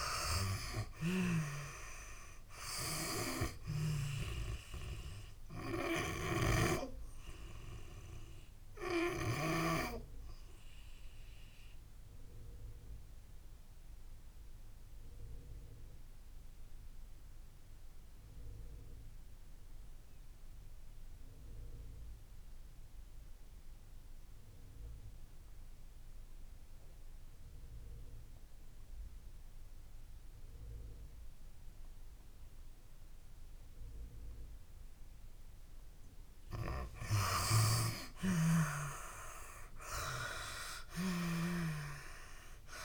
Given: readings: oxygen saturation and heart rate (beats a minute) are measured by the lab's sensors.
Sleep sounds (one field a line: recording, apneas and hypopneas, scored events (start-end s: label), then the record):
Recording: breathing in sleep by a room microphone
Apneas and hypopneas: 1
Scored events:
0.00-1.00 s: snoring (device-marked)
2.00-30.00 s: oxygen desaturation (device-marked, oxygen 97% before, 84% lowest)
9.50-36.50 s: obstructive apnea (oxygen 97% before, 84% lowest)
38.50-42.84 s: arousal
39.00-42.84 s: oxygen desaturation (device-marked, oxygen 97% before, 84% lowest)
40.50-42.84 s: snoring (device-marked)
From the record:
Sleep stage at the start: N2 (light sleep)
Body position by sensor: on the back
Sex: female